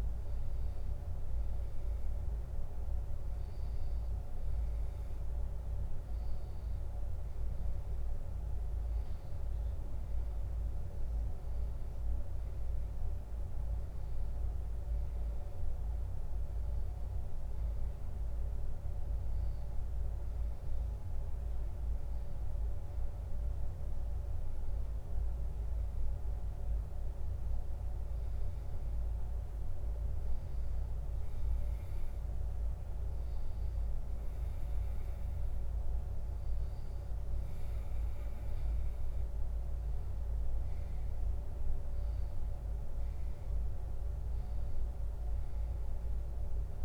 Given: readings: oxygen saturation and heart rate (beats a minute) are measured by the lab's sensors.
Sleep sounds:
breathing in sleep, hard to hear, by a room microphone; 1
23.00-26.50 s: arousal
28.00-38.50 s: hypopnea (oxygen 94% before, 91% lowest, heart rate 80 before, 78 extreme, up 3 after)
40.50-44.00 s: arousal
From the record:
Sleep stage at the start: N2 (light sleep); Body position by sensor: on the back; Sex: male

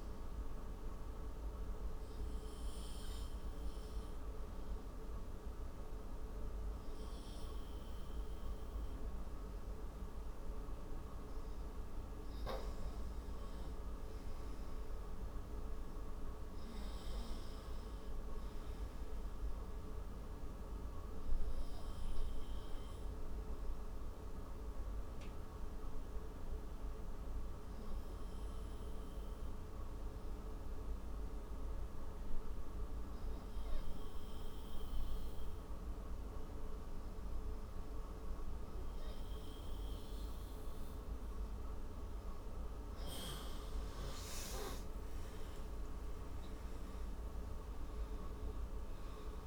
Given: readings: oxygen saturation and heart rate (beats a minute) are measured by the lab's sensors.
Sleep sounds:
breathing in sleep, hard to hear, by a room microphone; 1
0.00-3.00 s: arousal
23.50-36.50 s: oxygen desaturation (device-marked, oxygen 96% before, 93% lowest)
24.00-40.00 s: obstructive apnea (oxygen 98% before, 93% lowest)
44.00-49.00 s: arousal
From the record:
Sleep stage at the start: N2 (light sleep); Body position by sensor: on the right side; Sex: male

